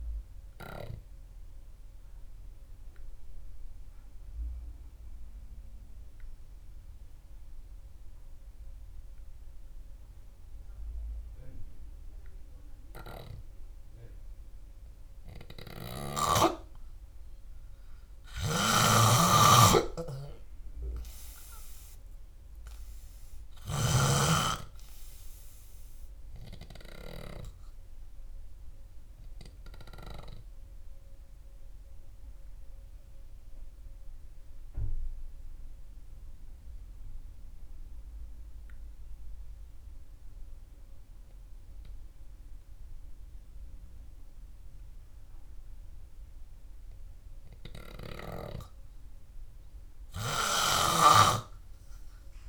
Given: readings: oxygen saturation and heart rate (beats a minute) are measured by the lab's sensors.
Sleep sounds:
breathing in sleep by a room microphone; 2
0.00-2.00 s: oxygen desaturation (device-marked, oxygen 93% lowest, heart rate 57 extreme)
4.00-15.00 s: obstructive apnea (oxygen 97% before, 93% lowest, heart rate 65 before, 57 extreme)
19.00-24.50 s: snoring (device-marked)
22.00-25.50 s: arousal
28.00-45.00 s: oxygen desaturation (device-marked, oxygen 97% before, 93% lowest, heart rate 66 before, 60 extreme)
33.00-47.00 s: obstructive apnea (oxygen 97% before, 91% lowest, heart rate 67 before, 60 extreme)
50.00-52.49 s: arousal
From the record:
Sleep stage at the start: N3 (deep sleep); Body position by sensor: on the back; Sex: male

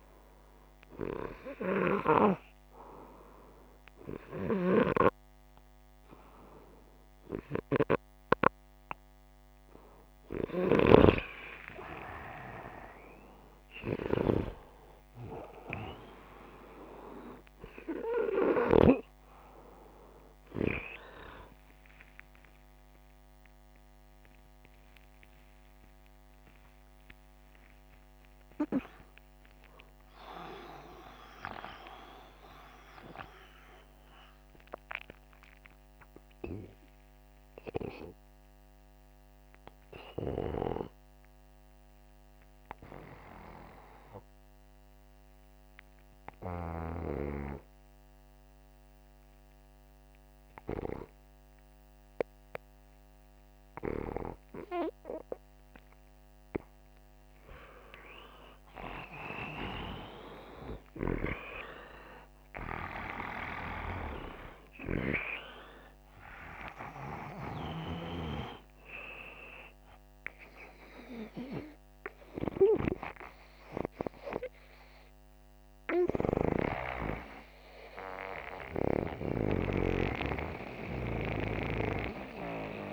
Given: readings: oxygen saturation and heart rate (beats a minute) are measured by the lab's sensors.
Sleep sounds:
breathing in sleep by a microphone on the trachea; 1
15.50-24.50 s: oxygen desaturation (device-marked, oxygen 97% before, 94% lowest, heart rate 163 before, 36 extreme)
30.00-34.50 s: arousal
41.00-57.00 s: hypopnea (oxygen 97% before, 87% lowest, heart rate 115 before, 48 extreme)
57.50-72.50 s: oxygen desaturation (device-marked, oxygen 98% before, 93% lowest, heart rate 83 before, 115 extreme)
58.00-63.00 s: arousal
81.50-82.93 s: oxygen desaturation (device-marked, oxygen 94% before, 89% lowest, heart rate 135 before, 138 extreme)
From the record:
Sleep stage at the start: N2 (light sleep); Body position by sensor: upright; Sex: male

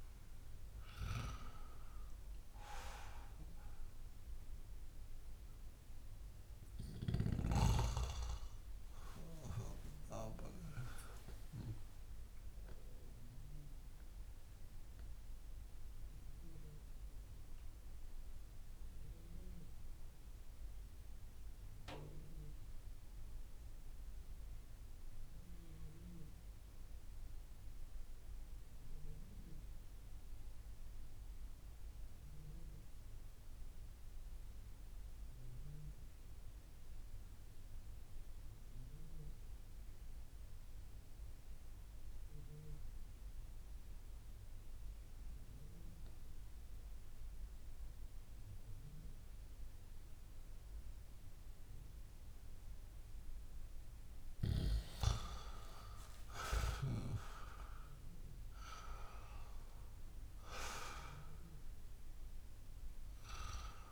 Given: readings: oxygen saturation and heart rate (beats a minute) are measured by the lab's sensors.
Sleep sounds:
breathing in sleep by a room microphone; 1
0.00-17.50 s: oxygen desaturation (device-marked, oxygen 89% lowest)
14.00-53.50 s: mixed apnea (oxygen 95% before, 87% lowest)
41.50-63.92 s: oxygen desaturation (device-marked, oxygen 98% before, 87% lowest)
55.50-59.50 s: arousal
From the record:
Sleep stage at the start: N2 (light sleep); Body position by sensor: on the back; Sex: male

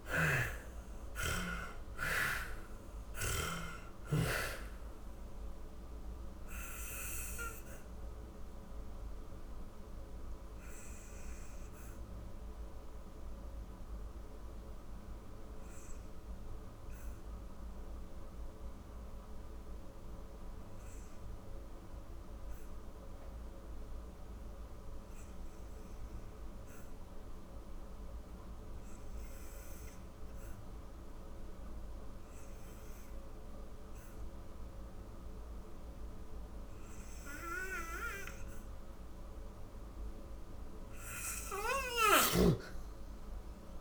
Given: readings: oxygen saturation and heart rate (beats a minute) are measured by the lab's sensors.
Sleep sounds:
breathing in sleep by a room microphone; 1
0.00-1.50 s: arousal
0.00-30.50 s: oxygen desaturation (device-marked, oxygen 58% lowest, heart rate 39 extreme)
7.00-38.00 s: obstructive apnea (oxygen 85% before, 58% lowest, heart rate 58 before, 40 extreme, up 36 after)
38.50-43.81 s: oxygen desaturation (device-marked, oxygen 95% before, 72% lowest, heart rate 52 before, 32 extreme)
40.00-43.81 s: arousal
40.50-43.81 s: snoring (device-marked)
From the record:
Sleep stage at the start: REM sleep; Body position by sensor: on the back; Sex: female

